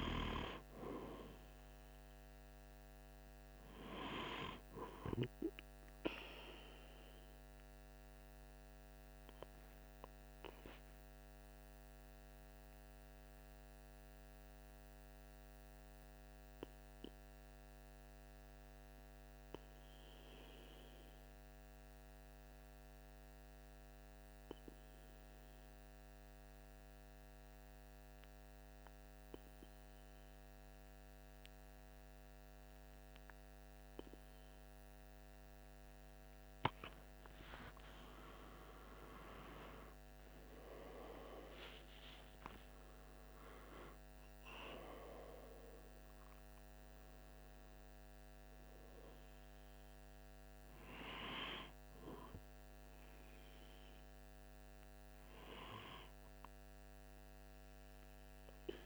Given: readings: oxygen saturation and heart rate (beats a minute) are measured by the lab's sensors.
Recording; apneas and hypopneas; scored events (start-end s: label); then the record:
breathing in sleep by a microphone on the trachea; 1
0.00-22.00 s: oxygen desaturation (device-marked, oxygen 93% lowest, heart rate 45 extreme)
6.00-36.50 s: obstructive apnea (oxygen 97% before, 92% lowest, heart rate 47 before, 45 extreme, up 6 after)
38.50-43.00 s: arousal
43.00-58.86 s: oxygen desaturation (device-marked, oxygen 97% before, 92% lowest, heart rate 47 before, 44 extreme)
From the record:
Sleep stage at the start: N2 (light sleep); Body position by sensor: on the right side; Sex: male